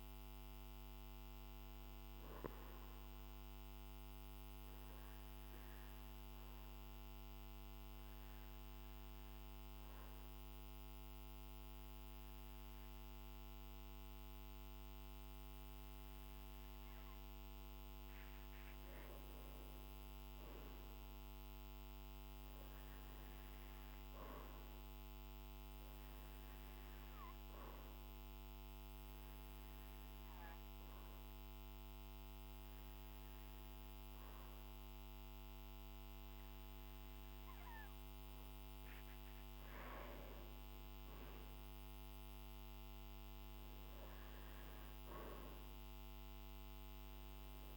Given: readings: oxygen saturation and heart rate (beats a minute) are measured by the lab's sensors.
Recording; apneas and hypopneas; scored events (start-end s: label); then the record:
breathing in sleep, hard to hear, by a microphone on the trachea; 2
4.00-17.50 s: hypopnea (oxygen 96% before, 94% lowest, heart rate 51 before, 48 extreme, up 6 after)
19.00-22.00 s: arousal
26.00-39.00 s: hypopnea (oxygen 96% before, 94% lowest, heart rate 50 before, 49 extreme, up 6 after)
41.00-44.00 s: arousal
From the record:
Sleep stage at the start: N2 (light sleep); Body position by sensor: on the back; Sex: male